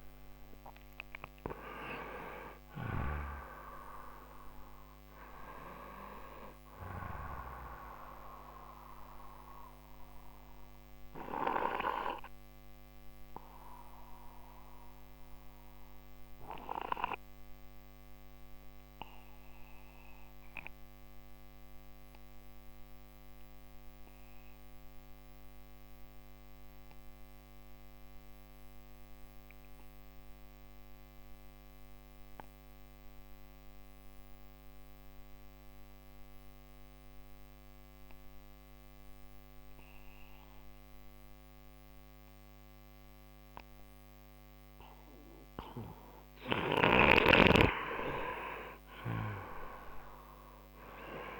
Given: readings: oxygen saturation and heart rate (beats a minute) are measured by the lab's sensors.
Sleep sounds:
breathing in sleep by a microphone on the trachea; 1
0.00-29.50 s: oxygen desaturation (device-marked, oxygen 87% lowest)
10.00-47.00 s: obstructive apnea (oxygen 97% before, 87% lowest)
45.50-51.40 s: oxygen desaturation (device-marked, oxygen 98% before, 89% lowest)
49.00-51.40 s: arousal
From the record:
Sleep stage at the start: N2 (light sleep); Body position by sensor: on the right side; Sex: male

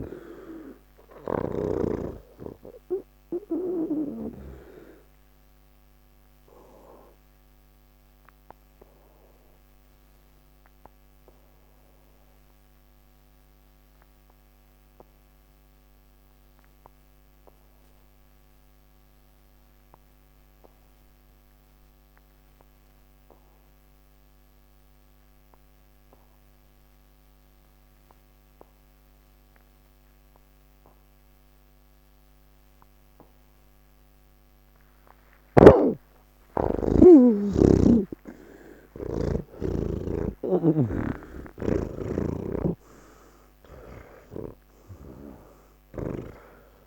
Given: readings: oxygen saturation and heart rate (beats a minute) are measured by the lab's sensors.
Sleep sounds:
breathing in sleep by a microphone on the trachea; 1
0.00-2.00 s: snoring (device-marked)
0.00-6.00 s: oxygen desaturation (device-marked, oxygen 87% lowest, heart rate 28 extreme)
5.50-33.50 s: obstructive apnea (oxygen 98% before, 81% lowest, heart rate 141 before, 28 extreme)
29.00-46.87 s: oxygen desaturation (device-marked, oxygen 98% before, 81% lowest)
40.50-46.50 s: snoring (device-marked)
From the record:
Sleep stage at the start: N3 (deep sleep); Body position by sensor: on the back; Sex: male

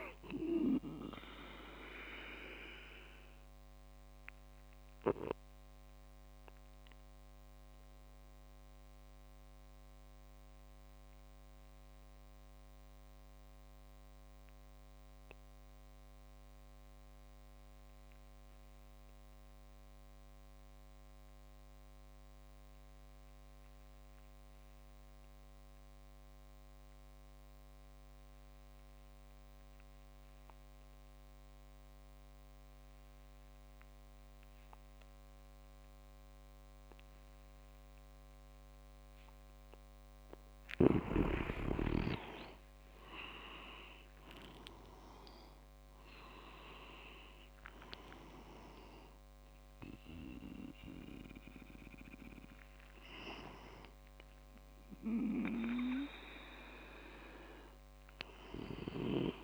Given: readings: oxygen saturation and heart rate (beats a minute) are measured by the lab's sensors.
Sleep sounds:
breathing in sleep by a microphone on the trachea; 1
2.50-39.50 s: obstructive apnea (oxygen 99% before, 93% lowest, heart rate 69 before, 49 extreme, up 22 after)
31.00-57.00 s: oxygen desaturation (device-marked, oxygen 99% before, 93% lowest, heart rate 59 before, 49 extreme)
39.00-47.00 s: leg movement (device-marked)
41.00-46.00 s: arousal
From the record:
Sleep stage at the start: N2 (light sleep); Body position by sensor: on the back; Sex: male

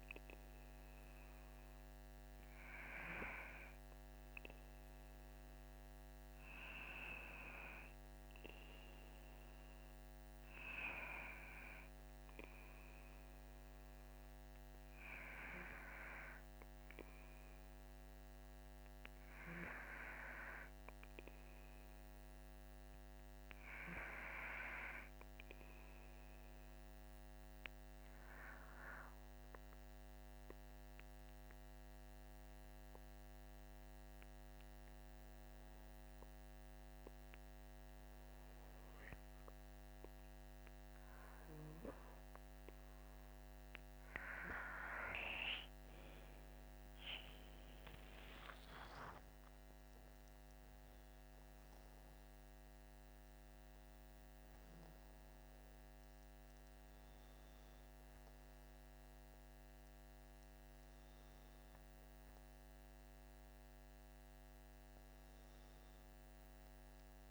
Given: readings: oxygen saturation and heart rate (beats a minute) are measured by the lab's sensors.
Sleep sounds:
breathing in sleep by a microphone on the trachea; 1
24.00-41.00 s: hypopnea (oxygen 99% before, 95% lowest, heart rate 55 before, 53 extreme, up 13 after)
44.00-49.50 s: arousal
From the record:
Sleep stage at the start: REM sleep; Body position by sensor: on the back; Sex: male

